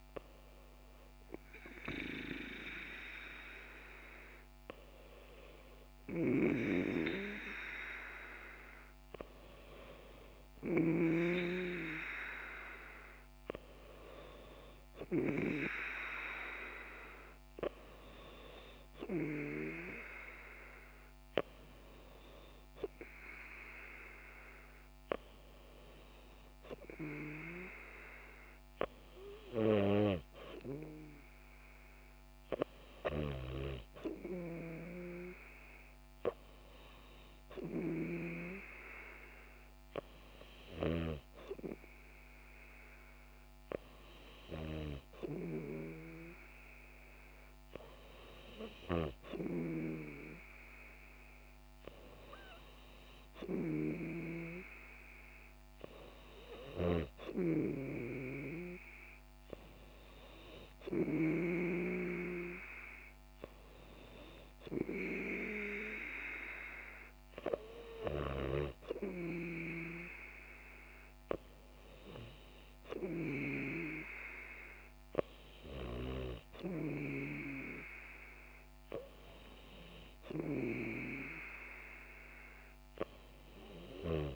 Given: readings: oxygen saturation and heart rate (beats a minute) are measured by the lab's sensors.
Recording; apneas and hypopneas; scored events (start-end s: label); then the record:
breathing in sleep by a microphone on the trachea; none
34.00-84.36 s: new sleep stage, N3 (deep sleep)
From the record:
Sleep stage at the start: N2 (light sleep); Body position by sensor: on the back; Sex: female